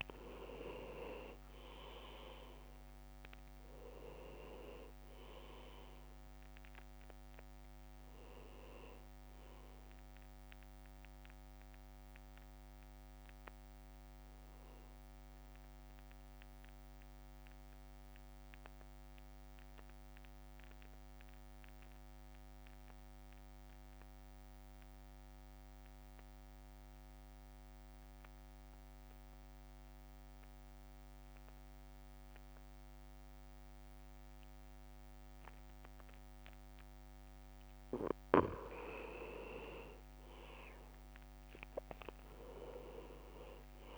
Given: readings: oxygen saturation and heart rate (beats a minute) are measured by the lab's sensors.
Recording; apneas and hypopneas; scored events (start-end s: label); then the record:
breathing in sleep by a microphone on the trachea; 1
0.00-2.50 s: leg movement (device-marked)
0.00-4.00 s: arousal
0.00-9.50 s: drop in pulse transit time (device-marked, heart rate 56 extreme)
4.50-9.50 s: leg movement (device-marked)
4.50-12.50 s: oxygen desaturation (device-marked, oxygen 99% before, 95% lowest, heart rate 56 before, 55 extreme)
18.00-38.50 s: mixed apnea (oxygen 99% before, 95% lowest, heart rate 58 before, 52 extreme, up 7 after)
39.50-43.98 s: oxygen desaturation (device-marked, oxygen 99% before, 95% lowest, heart rate 57 before, 52 extreme)
40.00-42.00 s: leg movement (device-marked)
40.50-43.98 s: drop in pulse transit time (device-marked, heart rate 57 before, 56 extreme)
42.00-43.50 s: leg movement (device-marked)
42.00-43.98 s: arousal
From the record:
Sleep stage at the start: N2 (light sleep); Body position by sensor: on the back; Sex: male